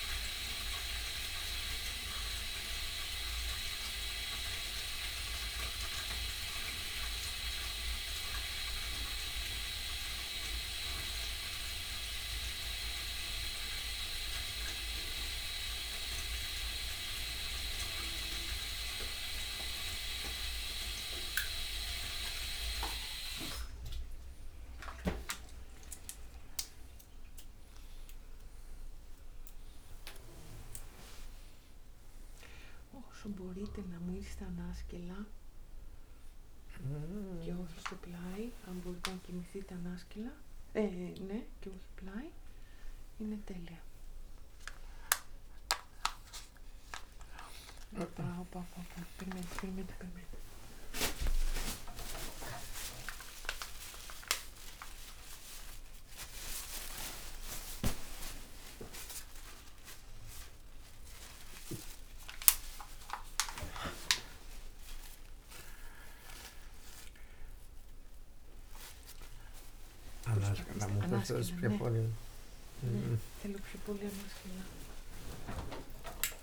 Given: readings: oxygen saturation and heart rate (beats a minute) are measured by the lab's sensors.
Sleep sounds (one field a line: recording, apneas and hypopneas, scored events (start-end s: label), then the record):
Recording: a person awake in a sleep study, by a room microphone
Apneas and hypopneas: none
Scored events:
none scored
From the record:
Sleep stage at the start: awake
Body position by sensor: on the right side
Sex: male